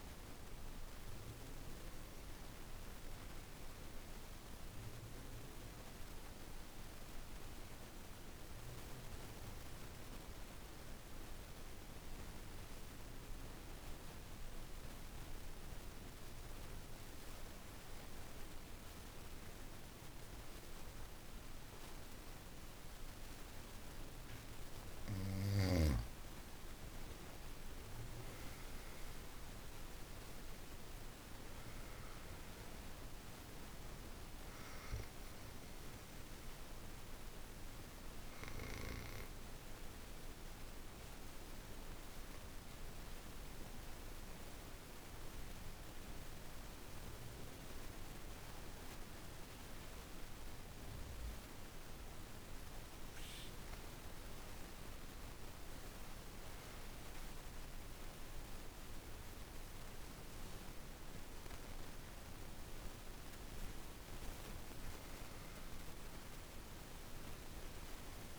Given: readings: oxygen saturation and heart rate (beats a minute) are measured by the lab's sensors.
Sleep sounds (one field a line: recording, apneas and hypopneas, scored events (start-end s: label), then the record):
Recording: breathing in sleep, hard to hear, by a room microphone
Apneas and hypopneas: 2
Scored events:
0.00-7.50 s: oxygen desaturation (device-marked, oxygen 92% lowest, heart rate 49 extreme)
0.50-68.39 s: new sleep stage, REM sleep
1.00-25.00 s: obstructive apnea (oxygen 98% before, 82% lowest, heart rate 69 before, 49 extreme, up 14 after)
19.50-49.50 s: oxygen desaturation (device-marked, oxygen 99% before, 82% lowest, heart rate 51 before, 50 extreme)
27.50-32.00 s: arousal
39.50-52.00 s: obstructive apnea (oxygen 99% before, 82% lowest, heart rate 57 before, 50 extreme, up 4 after)
55.00-58.50 s: arousal
From the record:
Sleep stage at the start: N2 (light sleep)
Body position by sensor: on the back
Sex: female